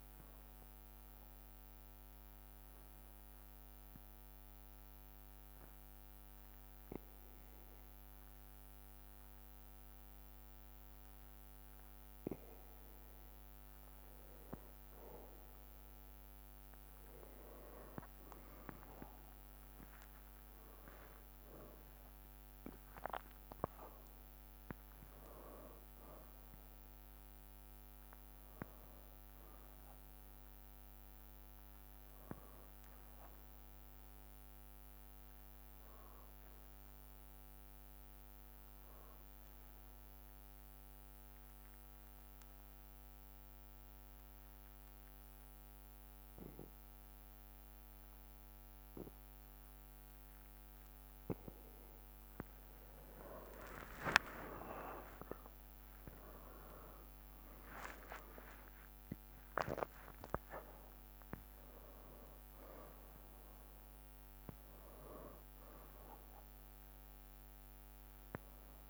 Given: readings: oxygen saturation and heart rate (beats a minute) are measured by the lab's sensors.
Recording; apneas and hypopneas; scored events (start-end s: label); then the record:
breathing in sleep by a microphone on the trachea; 2
4.00-16.00 s: obstructive apnea (oxygen 97% before, 94% lowest, heart rate 65 before, 59 extreme, up 8 after)
7.00-11.00 s: bradycardia (device-marked, heart rate 67 before, 59 extreme)
20.00-32.00 s: drop in pulse transit time (device-marked, heart rate 62 before, 65 extreme)
20.50-25.50 s: arousal
40.00-50.00 s: bradycardia (device-marked, heart rate 67 before, 56 extreme)
40.00-52.50 s: obstructive apnea (oxygen 97% before, 94% lowest, heart rate 66 before, 56 extreme, up 10 after)
54.00-58.50 s: arousal
55.00-67.00 s: drop in pulse transit time (device-marked, heart rate 60 before, 61 extreme)
From the record:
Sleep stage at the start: N2 (light sleep); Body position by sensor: on the back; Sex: male